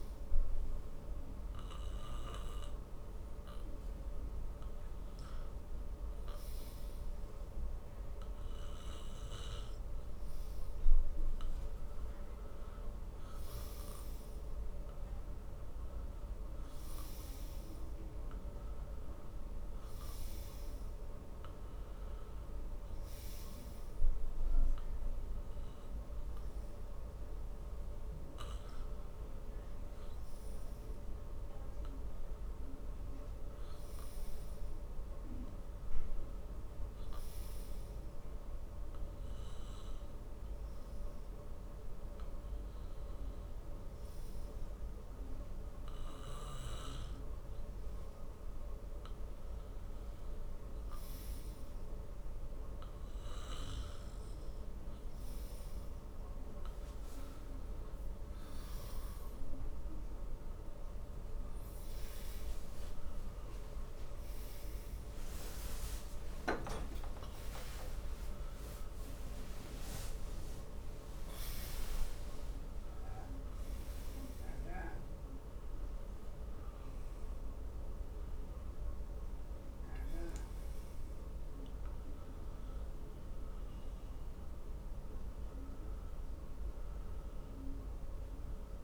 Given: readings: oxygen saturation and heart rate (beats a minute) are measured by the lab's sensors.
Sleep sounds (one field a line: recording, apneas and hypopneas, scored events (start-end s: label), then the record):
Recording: a person partly awake in a sleep study, hard to hear, by a room microphone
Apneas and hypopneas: 1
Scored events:
31.50-35.50 s: arousal
37.50-53.50 s: hypopnea (oxygen 95% before, 93% lowest, heart rate 59 before, 53 extreme, up 10 after)
62.00-88.84 s: new sleep stage, awake
From the record:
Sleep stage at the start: N2 (light sleep)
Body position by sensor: on the back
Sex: male